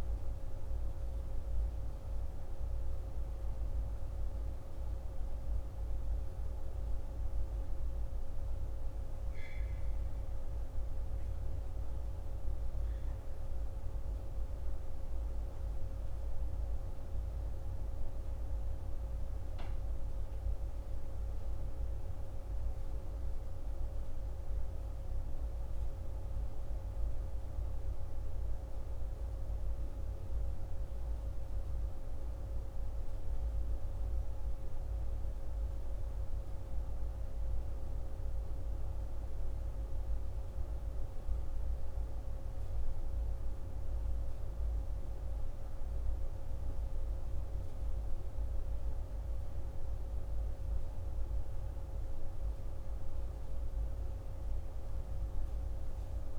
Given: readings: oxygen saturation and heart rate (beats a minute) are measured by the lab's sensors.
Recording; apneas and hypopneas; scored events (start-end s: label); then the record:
breathing in sleep, hard to hear, by a room microphone; none
none scored
From the record:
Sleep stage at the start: N1 (lightest sleep); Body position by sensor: on the back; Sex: male